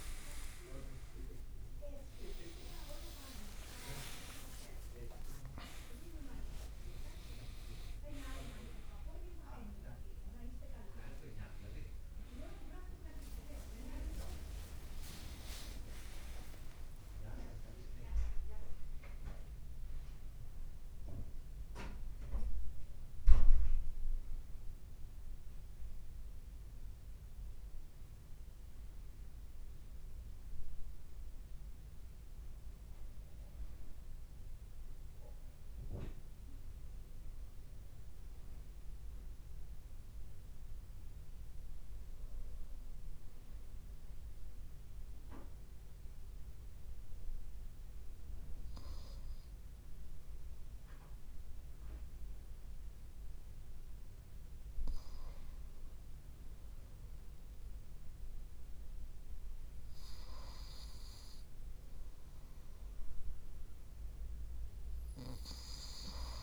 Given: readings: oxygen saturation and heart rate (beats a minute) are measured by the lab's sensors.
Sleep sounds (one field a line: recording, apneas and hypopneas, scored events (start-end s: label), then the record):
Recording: a person partly awake in a sleep study, by a room microphone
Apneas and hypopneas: 1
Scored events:
0.00-9.00 s: leg movement (device-marked)
3.00-5.00 s: long interval between heartbeats (device-marked, heart rate 55 before, 69 extreme)
11.00-18.00 s: leg movement (device-marked)
13.50-43.50 s: new sleep stage, N1 (lightest sleep)
15.50-17.50 s: long interval between heartbeats (device-marked, heart rate 65 before, 79 extreme)
18.50-21.50 s: oxygen desaturation (device-marked, oxygen 96% before, 92% lowest, heart rate 70 before, 55 extreme)
19.00-24.00 s: leg movement (device-marked)
26.50-34.50 s: leg movement (device-marked)
41.50-49.50 s: leg movement (device-marked)
43.00-55.00 s: mixed apnea (oxygen 99% before, 94% lowest, heart rate 57 before, 53 extreme, up 1 after)
43.50-66.42 s: new sleep stage, N2 (light sleep)
58.00-61.00 s: arousal
From the record:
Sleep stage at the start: awake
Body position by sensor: on the right side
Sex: male